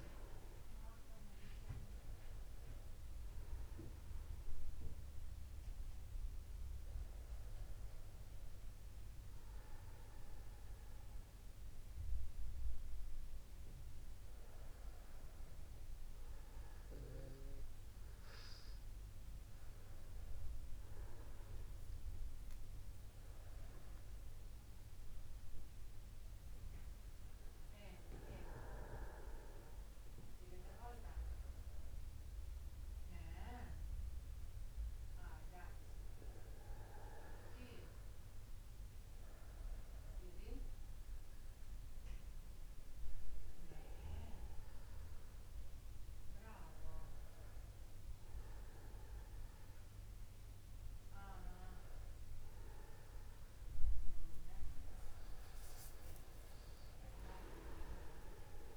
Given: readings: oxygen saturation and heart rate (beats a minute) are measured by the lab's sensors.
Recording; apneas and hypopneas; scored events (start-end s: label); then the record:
a person awake in a sleep study, by a room microphone; none
55.50-57.50 s: long interval between heartbeats (device-marked, heart rate 51 before, 76 extreme)
From the record:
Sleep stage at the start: awake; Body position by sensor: upright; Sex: male